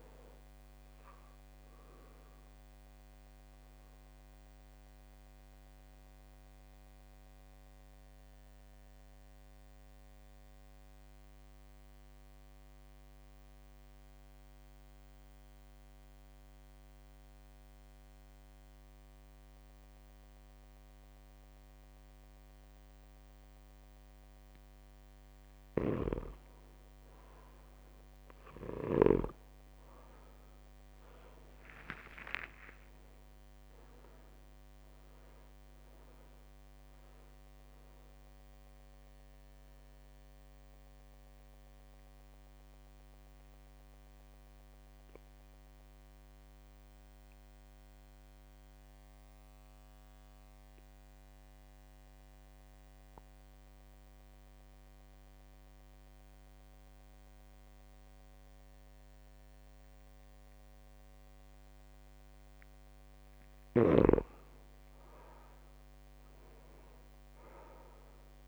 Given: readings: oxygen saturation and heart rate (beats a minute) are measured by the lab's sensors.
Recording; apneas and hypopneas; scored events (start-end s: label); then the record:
breathing in sleep by a microphone on the trachea; 2
0.00-22.00 s: oxygen desaturation (device-marked, oxygen 92% lowest, heart rate 48 extreme)
2.00-24.00 s: mixed apnea (oxygen 100% before, 92% lowest, heart rate 54 before, 48 extreme)
14.50-16.50 s: long interval between heartbeats (device-marked, heart rate 54 before, 60 extreme)
17.00-19.00 s: long interval between heartbeats (device-marked, heart rate 54 before, 67 extreme)
26.00-29.50 s: snoring (device-marked)
28.00-32.50 s: arousal
32.00-43.00 s: drop in pulse transit time (device-marked, heart rate 57 before, 50 extreme)
32.50-34.50 s: long interval between heartbeats (device-marked, heart rate 57 before, 70 extreme)
36.00-59.00 s: oxygen desaturation (device-marked, oxygen 99% before, 93% lowest, heart rate 60 before, 49 extreme)
38.00-68.48 s: new sleep stage, REM sleep
40.50-64.00 s: mixed apnea (oxygen 99% before, 91% lowest, heart rate 60 before, 50 extreme, up 0 after)
63.50-68.48 s: snoring (device-marked)
66.50-68.48 s: arousal
From the record:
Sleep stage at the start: N2 (light sleep); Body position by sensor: on the back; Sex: male